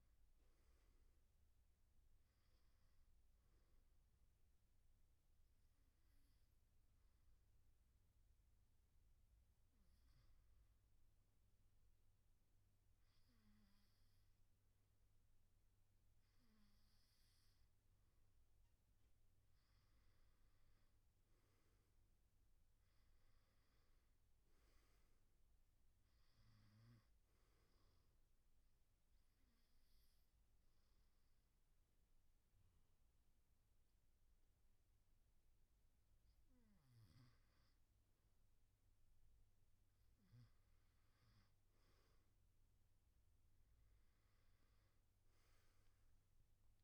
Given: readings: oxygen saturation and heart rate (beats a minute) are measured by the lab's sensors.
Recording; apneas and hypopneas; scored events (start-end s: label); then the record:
breathing in sleep, hard to hear, by a room microphone; 2
0.00-10.00 s: oxygen desaturation (device-marked, oxygen 92% lowest, heart rate 65 extreme)
4.50-17.00 s: hypopnea (oxygen 96% before, 91% lowest, heart rate 72 before, 65 extreme, up 8 after)
19.50-23.00 s: arousal
21.00-38.00 s: oxygen desaturation (device-marked, oxygen 96% before, 91% lowest, heart rate 69 before, 68 extreme)
27.50-37.50 s: obstructive apnea (oxygen 96% before, 91% lowest, heart rate 68 before, 68 extreme, up 1 after)
44.00-46.84 s: arousal
44.00-46.84 s: oxygen desaturation (device-marked, oxygen 96% before, 92% lowest, heart rate 71 before, 63 extreme)
From the record:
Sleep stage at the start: N2 (light sleep); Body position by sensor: on the back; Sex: male